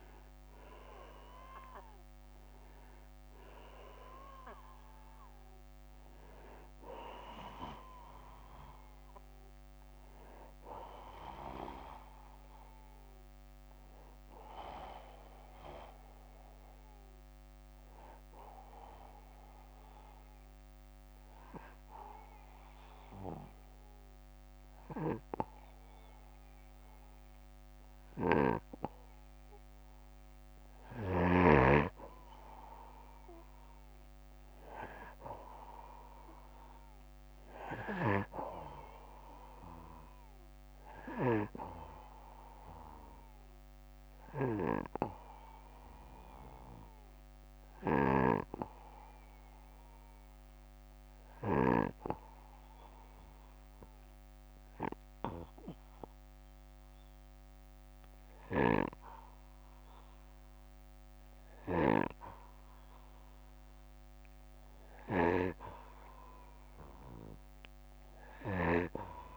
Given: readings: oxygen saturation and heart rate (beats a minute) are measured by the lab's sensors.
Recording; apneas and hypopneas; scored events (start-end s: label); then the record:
breathing in sleep by a microphone on the trachea; 2
0.00-3.00 s: arousal
15.50-29.00 s: obstructive apnea (oxygen 97% before, 92% lowest, heart rate 63 before, 58 extreme, up 4 after)
31.50-36.00 s: arousal
40.50-51.00 s: snoring (device-marked)
43.50-63.50 s: obstructive apnea (oxygen 97% before, 91% lowest, heart rate 61 before, 58 extreme, up 0 after)
53.50-62.50 s: oxygen desaturation (device-marked, oxygen 97% before, 93% lowest, heart rate 60 before, 58 extreme)
57.50-61.50 s: snoring (device-marked)
From the record:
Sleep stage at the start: N2 (light sleep); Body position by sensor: on the back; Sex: male